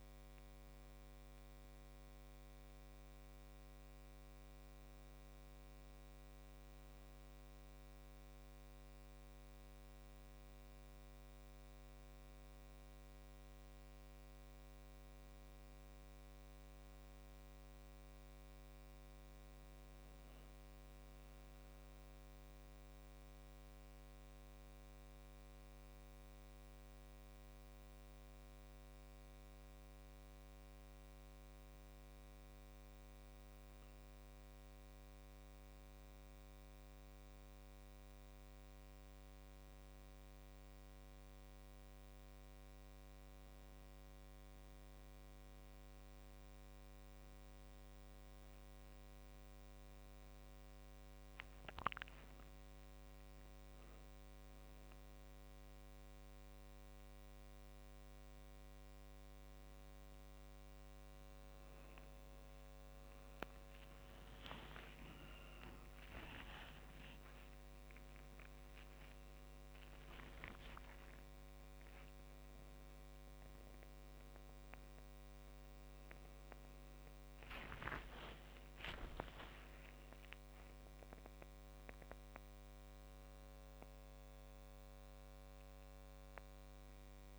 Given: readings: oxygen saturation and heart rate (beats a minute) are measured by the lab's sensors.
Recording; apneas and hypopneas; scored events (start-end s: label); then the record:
a person awake in a sleep study, by a microphone on the trachea; none
66.50-68.50 s: long interval between heartbeats (device-marked, heart rate 51 before, 80 extreme)
78.00-80.00 s: long interval between heartbeats (device-marked, heart rate 64 before, 55 extreme)
From the record:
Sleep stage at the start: awake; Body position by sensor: on the back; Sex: male